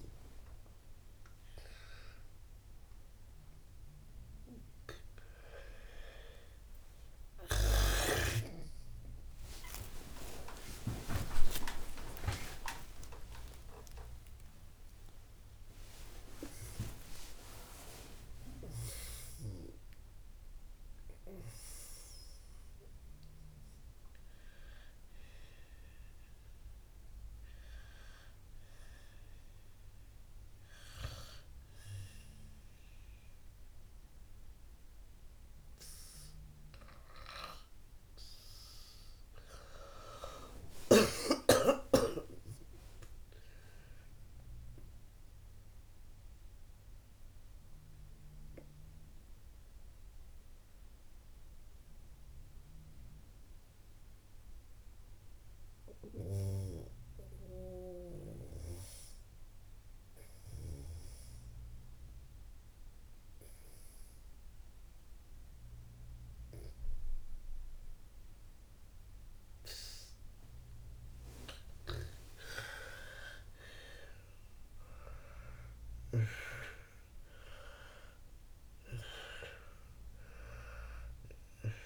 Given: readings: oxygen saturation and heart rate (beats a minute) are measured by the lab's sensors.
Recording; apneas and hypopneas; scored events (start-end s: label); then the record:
a person awake in a sleep study, by a room microphone; 1
49.50-81.86 s: new sleep stage, N2 (light sleep)
50.50-71.50 s: mixed apnea (oxygen 98% before, 93% lowest, heart rate 77 before, 57 extreme, up 23 after)
73.50-76.50 s: arousal
76.50-81.86 s: oxygen desaturation (device-marked, oxygen 98% before, 93% lowest, heart rate 76 before, 56 extreme)
From the record:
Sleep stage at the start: awake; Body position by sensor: on the back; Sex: female